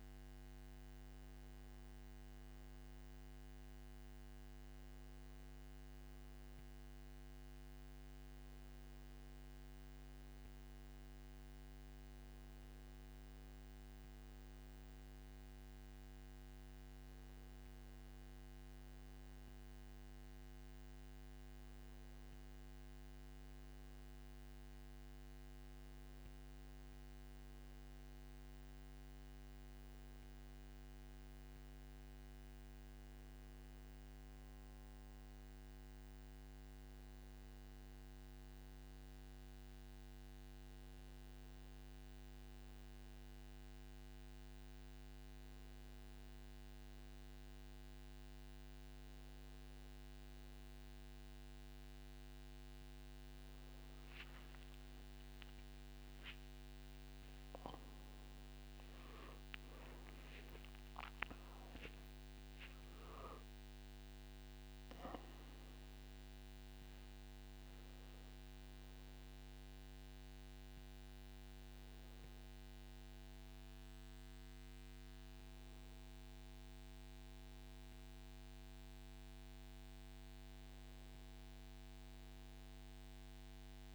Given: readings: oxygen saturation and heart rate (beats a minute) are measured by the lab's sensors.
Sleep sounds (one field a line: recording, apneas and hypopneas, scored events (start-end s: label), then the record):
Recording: breathing in sleep, hard to hear, by a microphone on the trachea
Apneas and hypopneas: none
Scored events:
none scored
From the record:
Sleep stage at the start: N2 (light sleep)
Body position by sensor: on the back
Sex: male